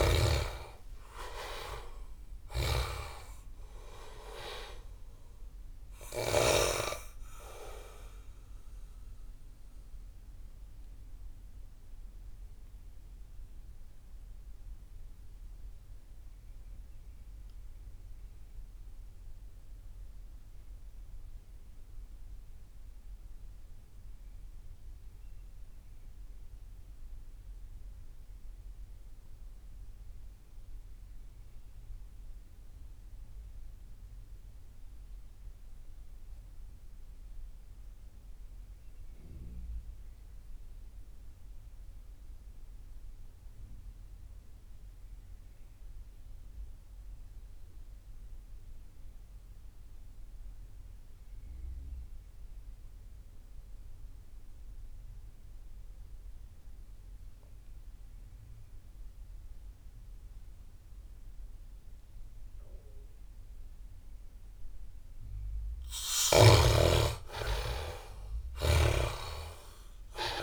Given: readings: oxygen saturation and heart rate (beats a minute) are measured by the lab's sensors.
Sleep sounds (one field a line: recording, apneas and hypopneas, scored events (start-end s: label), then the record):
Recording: breathing in sleep by a room microphone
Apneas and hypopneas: 1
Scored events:
0.00-6.00 s: snoring (device-marked)
0.00-25.00 s: oxygen desaturation (device-marked, oxygen 71% lowest)
10.50-64.50 s: mixed apnea (oxygen 96% before, 63% lowest)
42.00-70.42 s: oxygen desaturation (device-marked, oxygen 97% before, 63% lowest)
66.00-69.50 s: arousal
68.00-70.42 s: snoring (device-marked)
From the record:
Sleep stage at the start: REM sleep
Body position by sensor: on the back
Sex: male